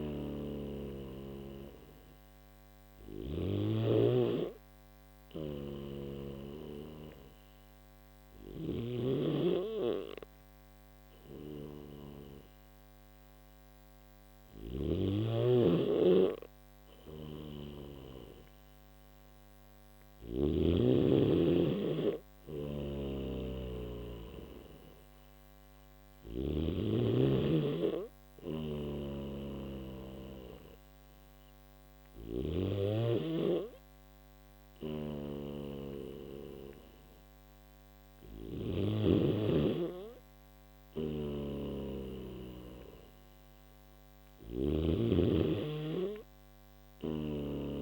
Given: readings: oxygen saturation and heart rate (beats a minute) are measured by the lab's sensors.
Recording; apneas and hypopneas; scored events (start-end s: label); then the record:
breathing in sleep by a microphone on the trachea; none
0.00-3.00 s: snoring (device-marked)
5.00-20.00 s: snoring (device-marked)
22.00-26.00 s: snoring (device-marked)
28.00-38.50 s: snoring (device-marked)
40.50-44.50 s: snoring (device-marked)
46.50-47.81 s: snoring (device-marked)
From the record:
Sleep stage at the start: N1 (lightest sleep); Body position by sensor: on the back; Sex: male